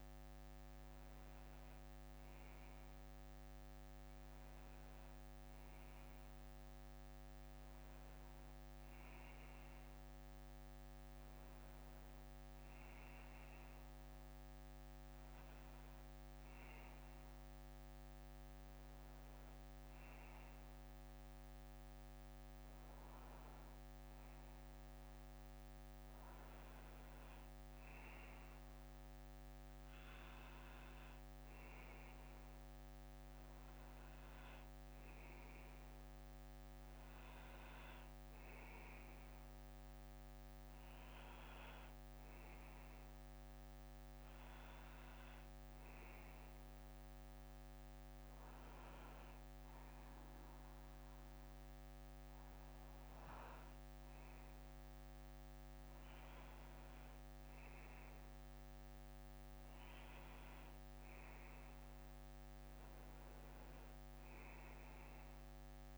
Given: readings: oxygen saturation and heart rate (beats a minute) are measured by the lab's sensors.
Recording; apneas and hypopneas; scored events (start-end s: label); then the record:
breathing in sleep, hard to hear, by a microphone on the trachea; none
14.50-24.50 s: bradycardia (device-marked, heart rate 63 before, 57 extreme)
18.50-48.50 s: new sleep stage, N2 (light sleep)
48.50-55.50 s: bradycardia (device-marked, heart rate 63 before, 58 extreme)
48.50-65.98 s: new sleep stage, N1 (lightest sleep)
From the record:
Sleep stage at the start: N1 (lightest sleep); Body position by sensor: on the back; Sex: male